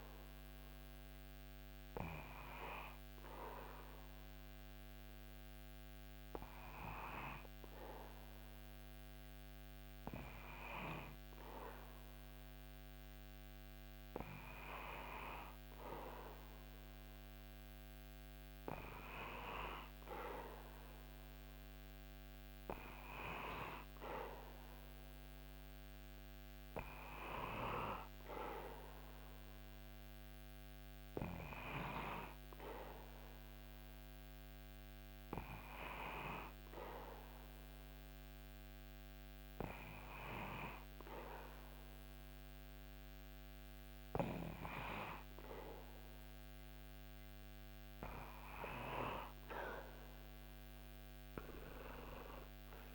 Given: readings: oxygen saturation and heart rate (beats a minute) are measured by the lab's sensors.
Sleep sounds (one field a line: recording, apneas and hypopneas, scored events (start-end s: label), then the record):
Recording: breathing in sleep by a microphone on the trachea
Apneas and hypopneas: 1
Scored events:
0.50-13.00 s: hypopnea (oxygen 99% before, 95% lowest, heart rate 78 before, 76 extreme, up 1 after)
16.50-21.00 s: arousal
51.50-52.95 s: arousal
From the record:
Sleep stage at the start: N2 (light sleep)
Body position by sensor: on the back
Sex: male